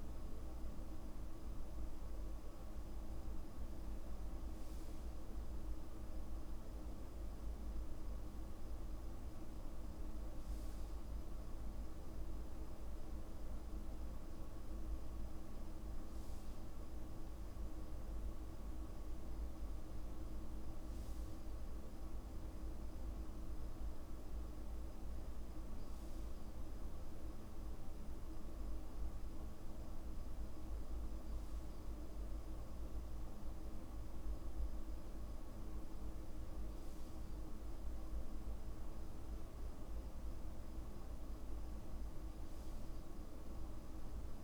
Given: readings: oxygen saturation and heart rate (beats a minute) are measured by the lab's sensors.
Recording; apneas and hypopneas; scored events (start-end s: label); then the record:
breathing in sleep, hard to hear, by a room microphone; none
none scored
From the record:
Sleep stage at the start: N2 (light sleep); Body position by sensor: on the back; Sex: male